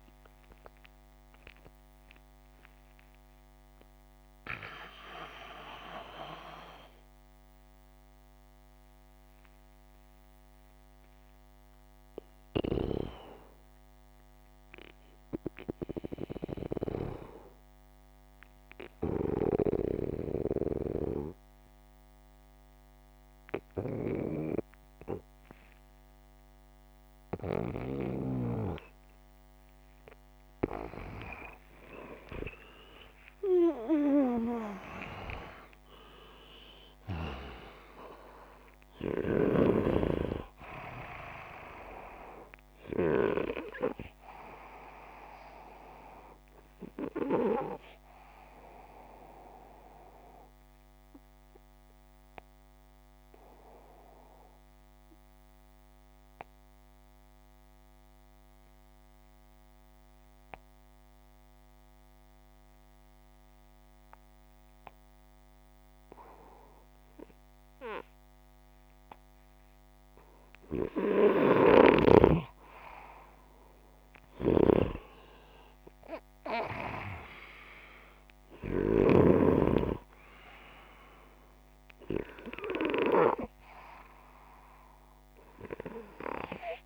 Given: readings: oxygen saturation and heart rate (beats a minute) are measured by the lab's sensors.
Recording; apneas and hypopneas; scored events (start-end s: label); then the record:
breathing in sleep by a microphone on the trachea; 2
0.00-2.50 s: arousal
8.00-29.50 s: hypopnea (oxygen 92% before, 90% lowest, heart rate 148 before, 61 extreme, up 35 after)
31.00-34.50 s: arousal
49.50-69.50 s: obstructive apnea (oxygen 96% before, 88% lowest, heart rate 99 before, 56 extreme, up 5 after)
70.00-75.00 s: arousal
73.50-78.50 s: snoring (device-marked)
85.50-86.86 s: oxygen desaturation (device-marked, oxygen 94% before, 91% lowest, heart rate 87 before, 73 extreme)
From the record:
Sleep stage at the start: N2 (light sleep); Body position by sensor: upright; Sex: male